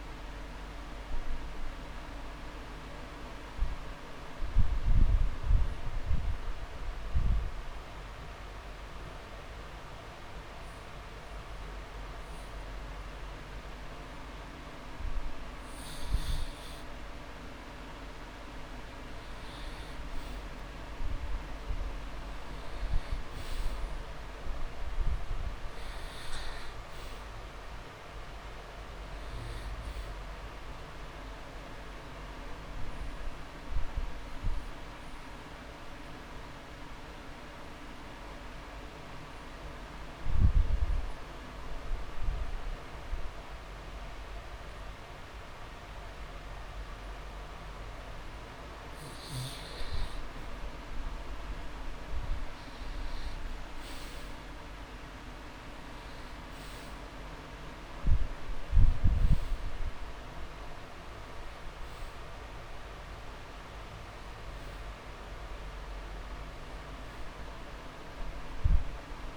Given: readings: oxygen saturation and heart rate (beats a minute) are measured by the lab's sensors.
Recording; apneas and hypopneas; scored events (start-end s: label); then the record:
breathing in sleep, hard to hear, by a room microphone; 2
2.50-15.00 s: obstructive apnea (oxygen 98% before, 91% lowest)
4.00-6.00 s: long interval between heartbeats (device-marked)
17.50-20.50 s: arousal
26.00-47.00 s: oxygen desaturation (device-marked, oxygen 97% before, 91% lowest)
31.50-48.50 s: obstructive apnea (oxygen 98% before, 91% lowest)
51.50-55.50 s: arousal
52.50-54.50 s: long interval between heartbeats (device-marked)
60.00-69.37 s: oxygen desaturation (device-marked, oxygen 98% before, 92% lowest)
From the record:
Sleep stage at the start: N2 (light sleep); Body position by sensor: on the back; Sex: male